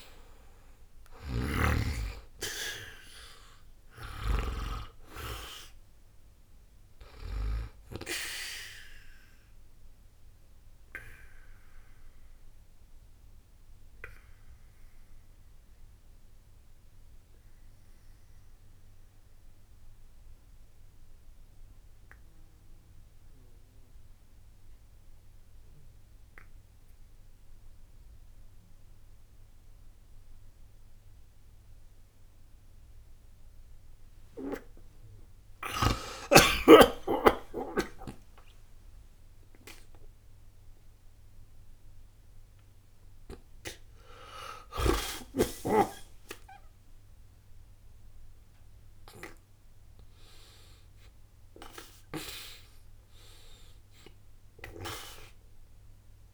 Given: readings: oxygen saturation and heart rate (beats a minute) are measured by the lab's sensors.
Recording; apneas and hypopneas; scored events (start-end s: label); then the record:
breathing in sleep by a room microphone; 1
0.00-30.00 s: oxygen desaturation (device-marked, oxygen 80% lowest, heart rate 60 extreme)
10.00-48.00 s: obstructive apnea (oxygen 97% before, 80% lowest, heart rate 60 before, 60 extreme, up 0 after)
45.00-56.34 s: oxygen desaturation (device-marked, oxygen 98% before, 86% lowest, heart rate 63 before, 61 extreme)
49.50-53.50 s: arousal
From the record:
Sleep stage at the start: N2 (light sleep); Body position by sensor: on the back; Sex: male